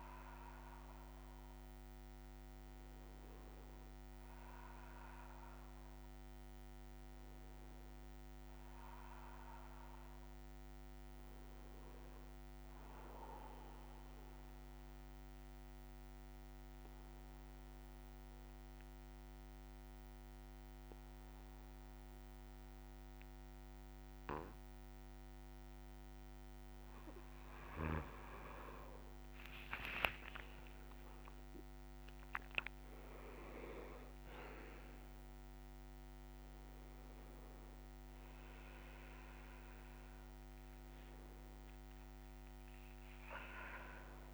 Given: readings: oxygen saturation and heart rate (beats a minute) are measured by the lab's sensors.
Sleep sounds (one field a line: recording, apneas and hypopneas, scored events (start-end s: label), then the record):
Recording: breathing in sleep by a microphone on the trachea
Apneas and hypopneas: 1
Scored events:
14.00-27.50 s: obstructive apnea (oxygen 100% before, 92% lowest, heart rate 93 before, 66 extreme, up 31 after)
35.50-44.34 s: oxygen desaturation (device-marked, oxygen 97% before, 92% lowest, heart rate 87 before, 61 extreme)
From the record:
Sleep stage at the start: N3 (deep sleep)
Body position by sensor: on the back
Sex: male